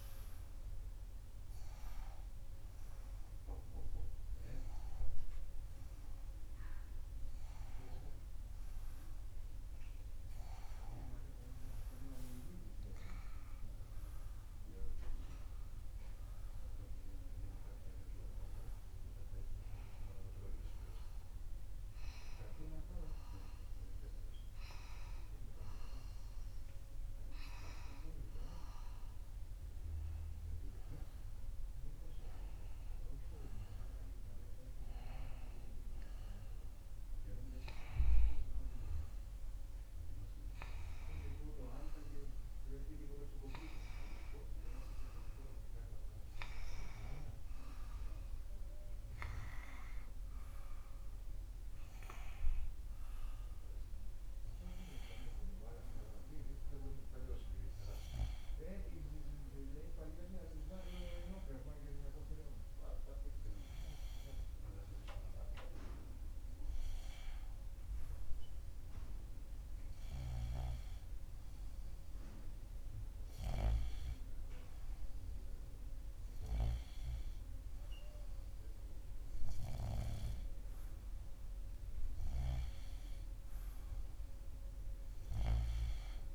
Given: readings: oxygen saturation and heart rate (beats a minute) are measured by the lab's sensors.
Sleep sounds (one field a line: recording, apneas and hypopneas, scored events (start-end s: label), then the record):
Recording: breathing in sleep by a room microphone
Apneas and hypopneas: none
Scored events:
none scored
From the record:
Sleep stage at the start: N1 (lightest sleep)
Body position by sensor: on the right side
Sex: male